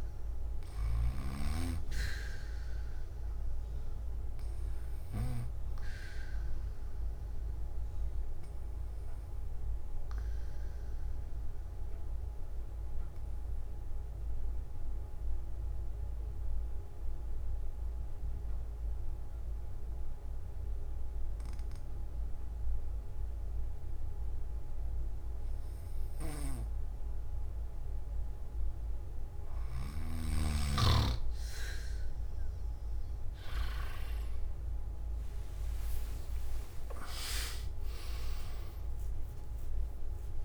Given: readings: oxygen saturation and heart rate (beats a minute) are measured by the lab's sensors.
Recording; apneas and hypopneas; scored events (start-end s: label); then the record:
breathing in sleep by a room microphone; 1
0.00-1.50 s: snoring (device-marked)
4.50-20.50 s: oxygen desaturation (device-marked, oxygen 99% before, 94% lowest)
5.50-26.50 s: obstructive apnea (oxygen 100% before, 94% lowest)
From the record:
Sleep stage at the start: N3 (deep sleep); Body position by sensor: on the back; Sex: male